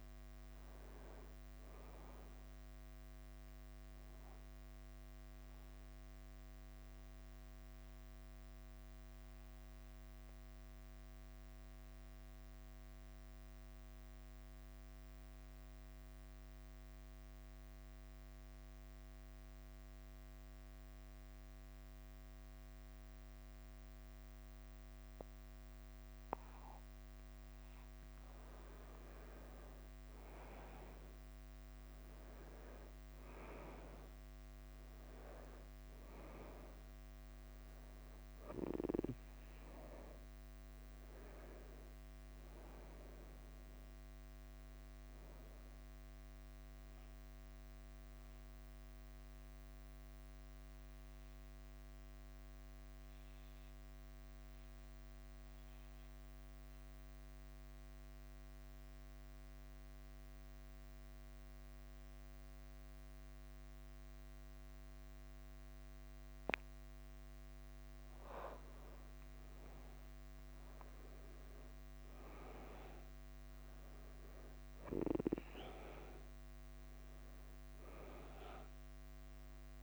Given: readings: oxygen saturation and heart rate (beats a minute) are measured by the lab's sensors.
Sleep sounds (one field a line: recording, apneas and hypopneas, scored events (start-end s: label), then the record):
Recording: breathing in sleep by a microphone on the trachea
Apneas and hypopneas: 2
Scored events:
0.00-79.83 s: bradycardia (device-marked, heart rate 46 extreme)
5.50-27.00 s: obstructive apnea (oxygen 98% before, 94% lowest, heart rate 54 before, 46 extreme, up 9 after)
30.50-35.50 s: arousal
48.00-67.50 s: obstructive apnea (oxygen 99% before, 95% lowest, heart rate 51 before, 50 extreme, up 4 after)
71.00-76.00 s: arousal
From the record:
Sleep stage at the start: N2 (light sleep)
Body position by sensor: on the back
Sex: male